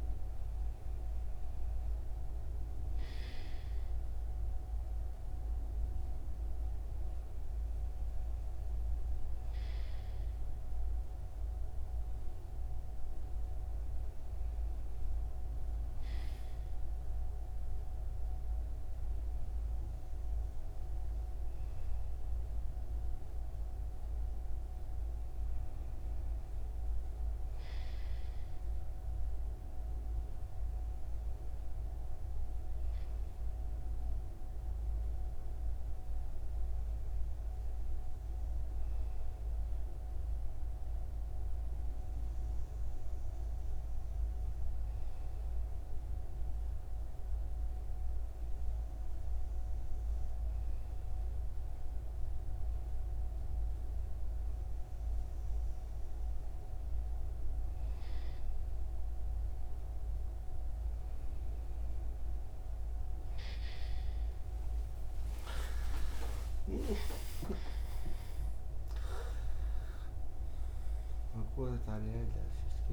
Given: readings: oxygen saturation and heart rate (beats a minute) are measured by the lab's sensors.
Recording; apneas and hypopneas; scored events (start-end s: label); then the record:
breathing in sleep, hard to hear, by a room microphone; none
15.00-72.93 s: new sleep stage, REM sleep
64.50-69.50 s: arousal
From the record:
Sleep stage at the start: N2 (light sleep); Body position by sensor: on the right side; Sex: male